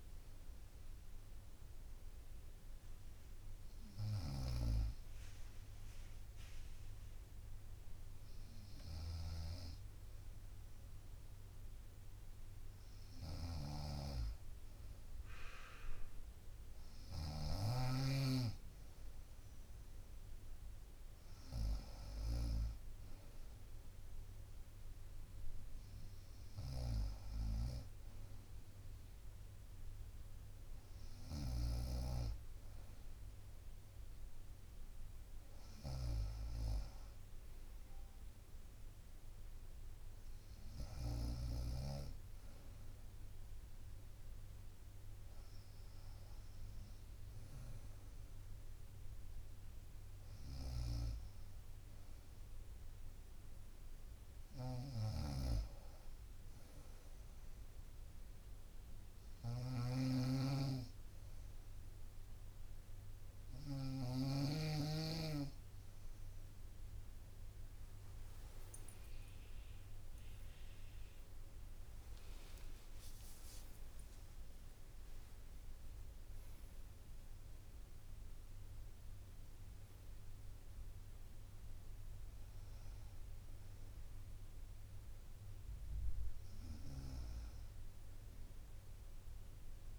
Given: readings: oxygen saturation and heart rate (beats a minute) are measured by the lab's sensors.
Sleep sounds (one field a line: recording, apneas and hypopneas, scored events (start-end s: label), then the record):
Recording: breathing in sleep by a room microphone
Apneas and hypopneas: 2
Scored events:
0.00-41.50 s: snoring (device-marked)
1.00-13.50 s: hypopnea (oxygen 94% before, 92% lowest, heart rate 68 before, 65 extreme, up 4 after)
15.50-18.50 s: arousal
50.00-53.50 s: arousal
50.50-64.00 s: snoring (device-marked)
57.00-67.00 s: obstructive apnea (oxygen 94% before, 92% lowest, heart rate 67 before, 63 extreme, up 35 after)
68.50-72.50 s: arousal
73.50-75.50 s: long interval between heartbeats (device-marked, heart rate 66 before, 96 extreme)
87.00-89.99 s: snoring (device-marked)
From the record:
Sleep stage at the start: N2 (light sleep)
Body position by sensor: on the right side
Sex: female